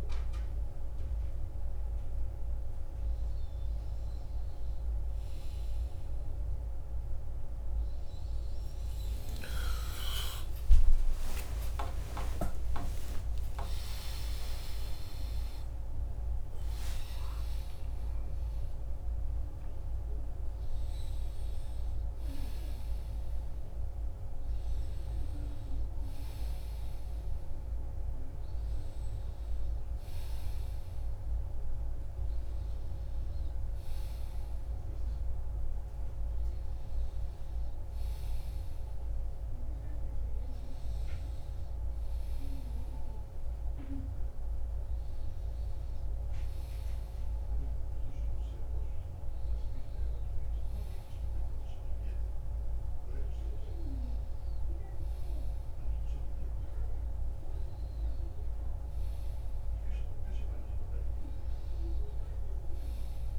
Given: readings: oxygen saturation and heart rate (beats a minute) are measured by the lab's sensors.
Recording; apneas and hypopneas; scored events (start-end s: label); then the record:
breathing in sleep by a room microphone; none
9.50-15.50 s: arousal
58.50-63.39 s: new sleep stage, N2 (light sleep)
From the record:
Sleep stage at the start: N1 (lightest sleep); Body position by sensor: on the back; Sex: male